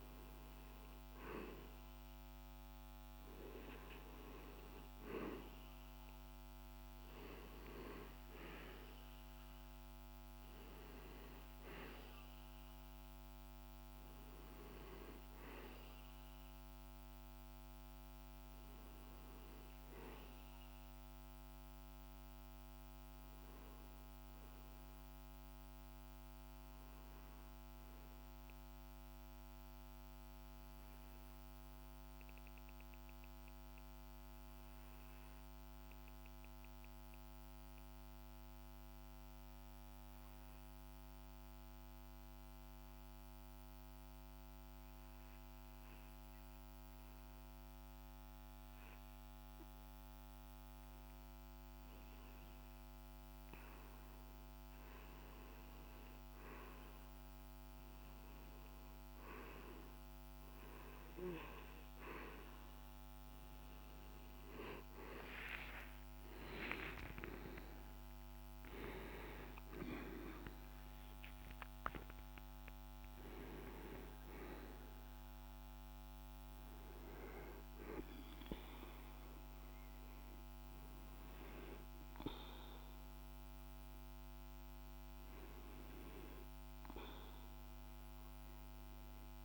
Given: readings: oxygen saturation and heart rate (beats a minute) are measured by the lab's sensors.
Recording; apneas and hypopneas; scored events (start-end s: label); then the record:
breathing in sleep by a microphone on the trachea; 1
0.00-11.00 s: oxygen desaturation (device-marked, oxygen 91% lowest, heart rate 49 extreme)
27.50-51.00 s: obstructive apnea (oxygen 95% before, 88% lowest, heart rate 51 before, 49 extreme, up 2 after)
50.00-78.00 s: oxygen desaturation (device-marked, oxygen 98% before, 88% lowest, heart rate 50 before, 51 extreme)
64.50-68.50 s: arousal
From the record:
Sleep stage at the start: REM sleep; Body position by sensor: on the back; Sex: male